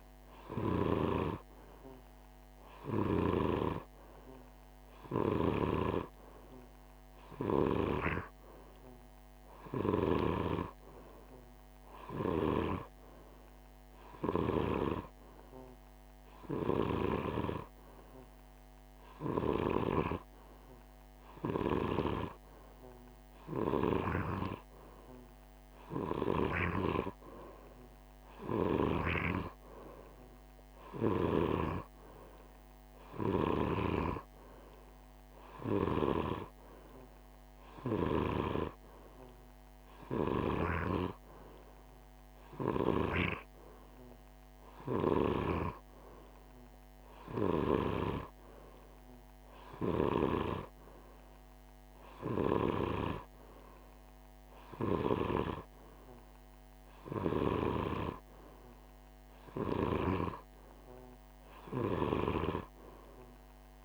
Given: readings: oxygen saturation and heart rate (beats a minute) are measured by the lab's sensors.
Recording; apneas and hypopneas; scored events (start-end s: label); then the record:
breathing in sleep by a microphone on the trachea; none
none scored
From the record:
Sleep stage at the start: N2 (light sleep); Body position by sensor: on the right side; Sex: male